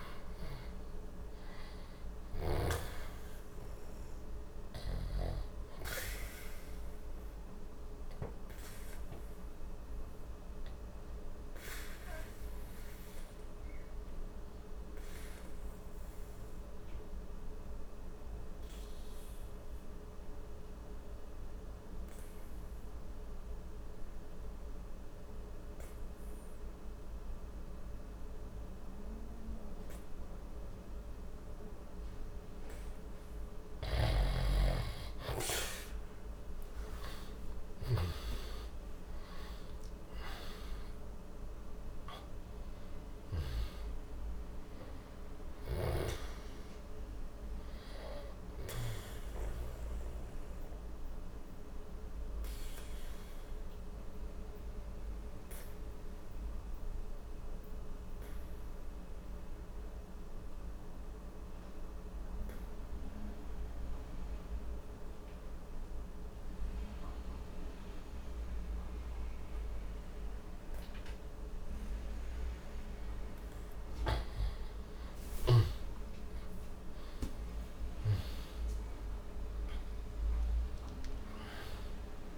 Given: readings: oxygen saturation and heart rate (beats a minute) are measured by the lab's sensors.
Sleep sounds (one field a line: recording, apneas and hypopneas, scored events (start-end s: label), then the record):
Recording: breathing in sleep by a room microphone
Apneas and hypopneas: 2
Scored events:
0.00-18.00 s: oxygen desaturation (device-marked, oxygen 87% lowest, heart rate 59 extreme)
11.50-33.00 s: obstructive apnea (oxygen 97% before, 84% lowest, heart rate 67 before, 59 extreme, up 11 after)
33.00-63.00 s: oxygen desaturation (device-marked, oxygen 97% before, 84% lowest, heart rate 60 before, 60 extreme)
33.50-38.00 s: snoring (device-marked)
35.00-40.00 s: arousal
49.00-73.50 s: obstructive apnea (oxygen 98% before, 84% lowest, heart rate 65 before, 60 extreme, up 20 after)
74.00-82.38 s: oxygen desaturation (device-marked, oxygen 98% before, 87% lowest, heart rate 61 before, 59 extreme)
75.00-79.50 s: arousal
From the record:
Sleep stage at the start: N2 (light sleep)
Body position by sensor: on the back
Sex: male